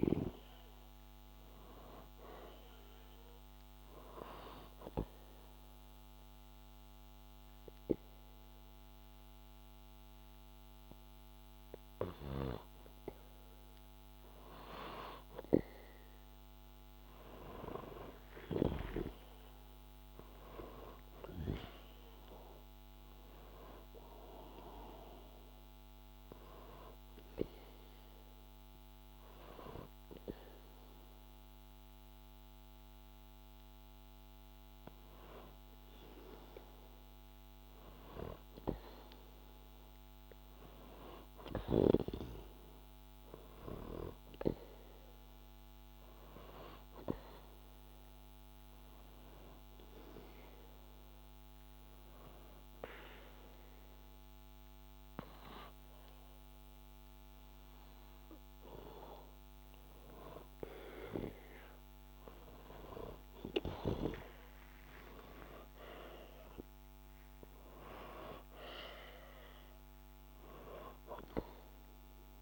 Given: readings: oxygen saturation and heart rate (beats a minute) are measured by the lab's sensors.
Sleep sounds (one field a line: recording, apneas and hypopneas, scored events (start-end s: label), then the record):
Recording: breathing in sleep by a microphone on the trachea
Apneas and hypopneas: 2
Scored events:
2.00-17.00 s: oxygen desaturation (device-marked, oxygen 97% before, 93% lowest, heart rate 60 before, 60 extreme)
3.50-14.50 s: obstructive apnea (oxygen 97% before, 93% lowest, heart rate 60 before, 60 extreme, up 2 after)
18.50-22.00 s: arousal
37.50-41.50 s: arousal
45.00-58.50 s: hypopnea (oxygen 96% before, 92% lowest, heart rate 62 before, 59 extreme, up 4 after)
63.00-69.00 s: arousal
From the record:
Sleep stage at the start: N2 (light sleep)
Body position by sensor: on the back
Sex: male